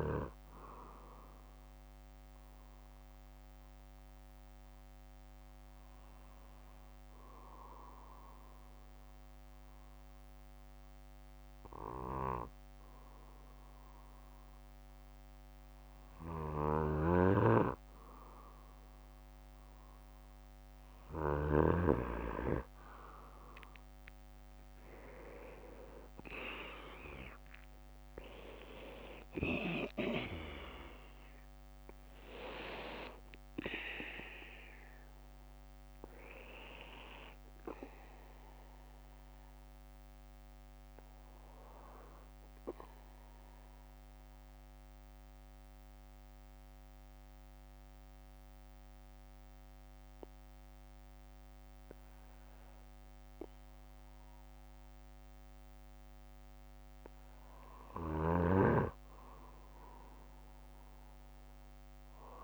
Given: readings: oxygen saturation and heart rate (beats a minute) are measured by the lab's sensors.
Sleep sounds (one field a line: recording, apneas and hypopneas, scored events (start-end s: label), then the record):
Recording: breathing in sleep by a microphone on the trachea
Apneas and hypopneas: 2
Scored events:
0.00-2.00 s: bradycardia (device-marked, heart rate 65 before, 58 extreme)
0.00-14.00 s: oxygen desaturation (device-marked, oxygen 93% lowest, heart rate 55 extreme)
1.50-15.50 s: obstructive apnea (oxygen 97% before, 93% lowest, heart rate 64 before, 57 extreme, up 8 after)
5.00-13.00 s: bradycardia (device-marked, heart rate 65 before, 55 extreme)
16.50-21.50 s: snoring (device-marked)
23.00-27.00 s: arousal
43.00-57.50 s: mixed apnea (oxygen 96% before, 94% lowest, heart rate 67 before, 57 extreme, up 10 after)
58.50-62.44 s: arousal
From the record:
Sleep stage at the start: N2 (light sleep)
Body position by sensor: on the back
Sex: male